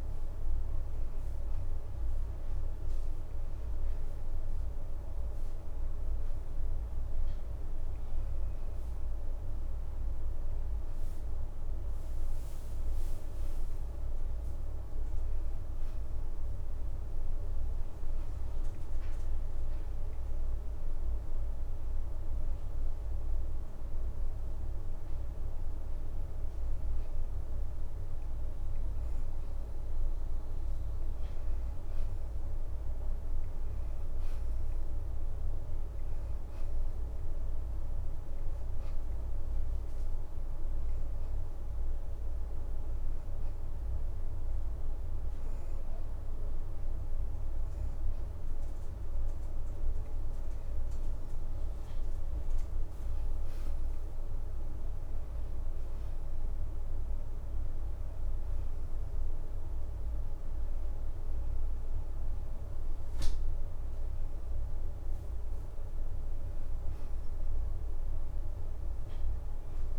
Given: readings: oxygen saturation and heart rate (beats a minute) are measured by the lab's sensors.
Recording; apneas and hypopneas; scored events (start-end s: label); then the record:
breathing in sleep, hard to hear, by a room microphone; 2
12.00-15.00 s: leg movement (device-marked)
19.50-30.50 s: hypopnea (oxygen 93% before, 87% lowest, heart rate 84 before, 80 extreme, up 5 after)
32.00-35.00 s: arousal
32.50-35.00 s: leg movement (device-marked)
37.50-47.50 s: oxygen desaturation (device-marked, oxygen 92% before, 87% lowest, heart rate 84 before, 80 extreme)
39.00-50.00 s: hypopnea (oxygen 92% before, 87% lowest, heart rate 84 before, 80 extreme, up 7 after)
51.50-55.00 s: arousal
51.50-55.00 s: leg movement (device-marked)
55.50-69.99 s: oxygen desaturation (device-marked, oxygen 93% before, 87% lowest, heart rate 83 before, 82 extreme)
64.50-66.00 s: leg movement (device-marked)
From the record:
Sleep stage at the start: N2 (light sleep); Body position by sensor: on the back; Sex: female